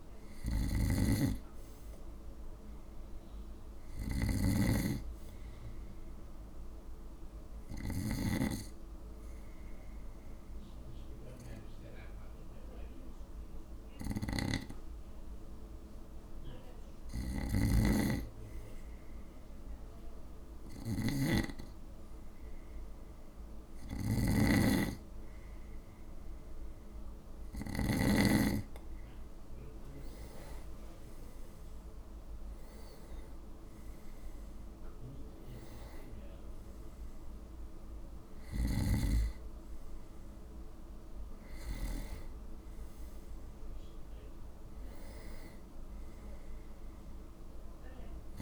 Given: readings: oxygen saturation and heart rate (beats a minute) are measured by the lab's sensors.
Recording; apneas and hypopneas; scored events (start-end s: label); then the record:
breathing in sleep by a room microphone; 1
0.50-4.00 s: arousal
0.50-28.00 s: snoring (device-marked)
7.00-17.00 s: obstructive apnea (oxygen 97% before, 95% lowest, heart rate 59 before, 55 extreme, up 1 after)
20.50-23.50 s: arousal
47.00-48.42 s: arousal
From the record:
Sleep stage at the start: N2 (light sleep); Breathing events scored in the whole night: 237 in 4.0 hours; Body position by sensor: on the right side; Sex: male